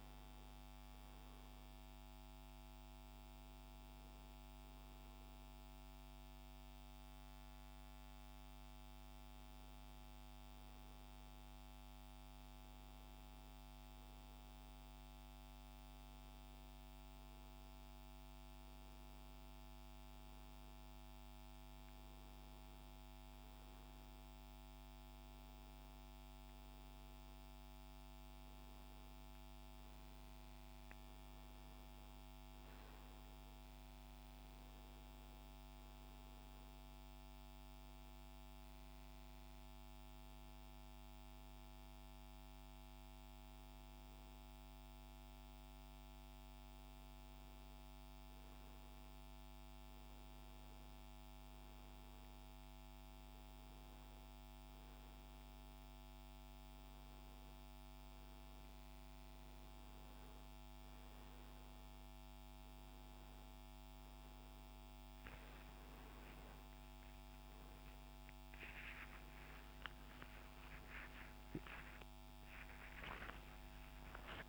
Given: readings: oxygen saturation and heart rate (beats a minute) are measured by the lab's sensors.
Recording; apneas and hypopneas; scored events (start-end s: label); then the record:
a person partly awake in a sleep study, hard to hear, by a microphone on the trachea; none
4.00-64.00 s: new sleep stage, N1 (lightest sleep)
64.00-74.48 s: new sleep stage, awake
From the record:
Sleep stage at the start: awake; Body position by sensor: on the back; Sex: male